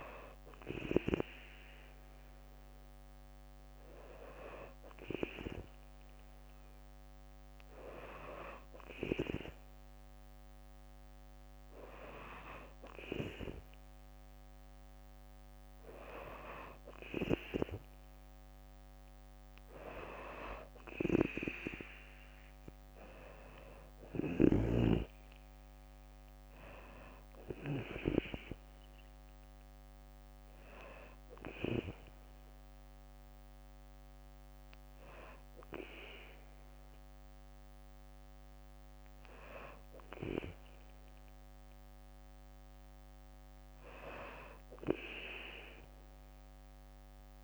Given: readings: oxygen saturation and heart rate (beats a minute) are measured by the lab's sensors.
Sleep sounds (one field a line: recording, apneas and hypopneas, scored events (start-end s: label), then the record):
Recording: breathing in sleep by a microphone on the trachea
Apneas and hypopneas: none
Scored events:
none scored
From the record:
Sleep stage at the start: N2 (light sleep)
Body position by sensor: on the back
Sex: female